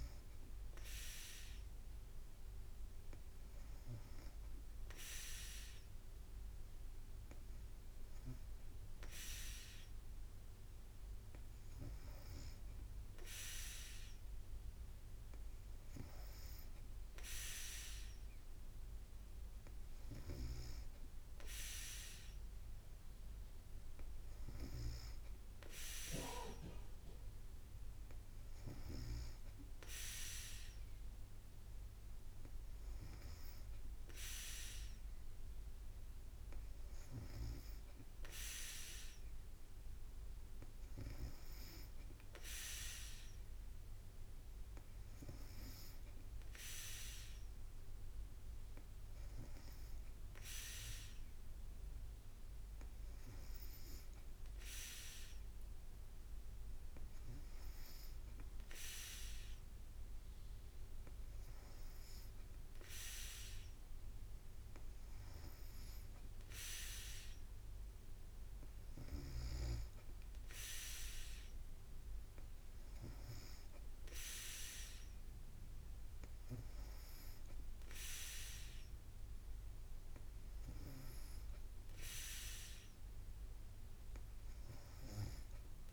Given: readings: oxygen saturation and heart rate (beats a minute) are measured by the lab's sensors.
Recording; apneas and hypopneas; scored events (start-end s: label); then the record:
breathing in sleep by a room microphone; none
none scored
From the record:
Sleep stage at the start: N2 (light sleep); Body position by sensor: on the back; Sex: female